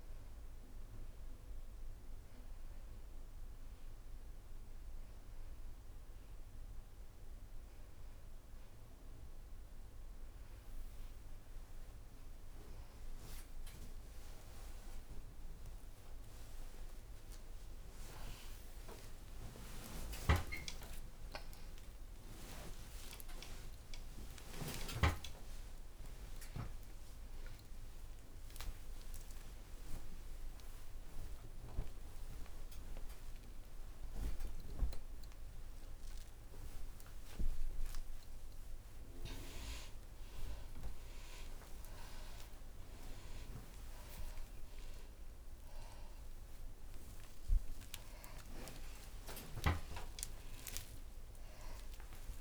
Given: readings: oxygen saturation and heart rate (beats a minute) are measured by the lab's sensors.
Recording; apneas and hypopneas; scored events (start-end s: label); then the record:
a person awake in a sleep study, by a room microphone; none
12.00-52.41 s: new sleep stage, awake
17.00-25.00 s: tachycardia (device-marked, heart rate 90 before, 120 extreme)
36.00-42.00 s: tachycardia (device-marked, heart rate 91 before, 104 extreme)
45.00-52.41 s: tachycardia (device-marked, heart rate 91 before, 136 extreme)
From the record:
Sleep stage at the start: N1 (lightest sleep); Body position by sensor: on the back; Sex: female